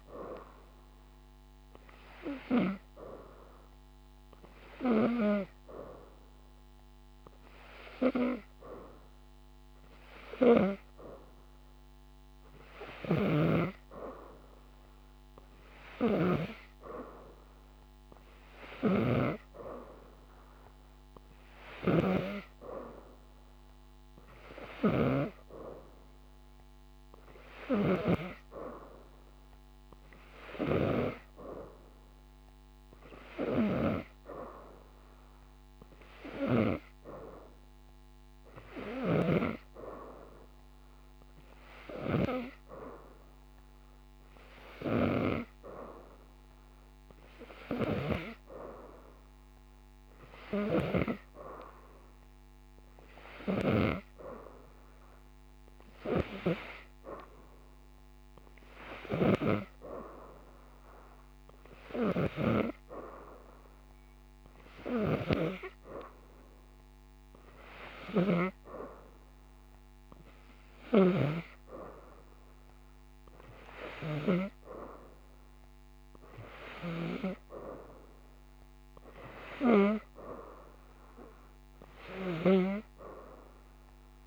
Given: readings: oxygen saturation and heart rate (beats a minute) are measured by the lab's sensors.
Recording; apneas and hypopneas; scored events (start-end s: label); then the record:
breathing in sleep by a microphone on the trachea; none
15.50-25.00 s: snoring (device-marked)
From the record:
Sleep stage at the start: N2 (light sleep); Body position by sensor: upright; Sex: female